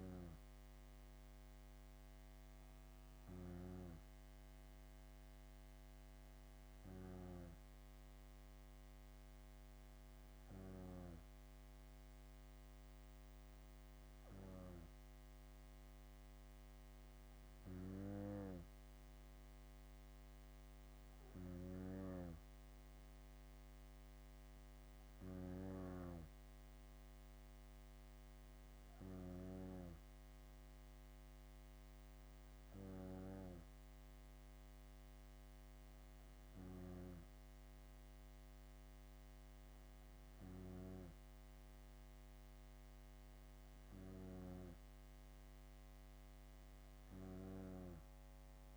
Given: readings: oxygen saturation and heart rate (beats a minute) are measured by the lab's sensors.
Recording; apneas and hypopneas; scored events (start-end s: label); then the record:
breathing in sleep by a microphone on the trachea; none
0.00-3.50 s: snoring (device-marked)
21.00-25.50 s: snoring (device-marked)
From the record:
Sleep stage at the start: N2 (light sleep); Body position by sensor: on the back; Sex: female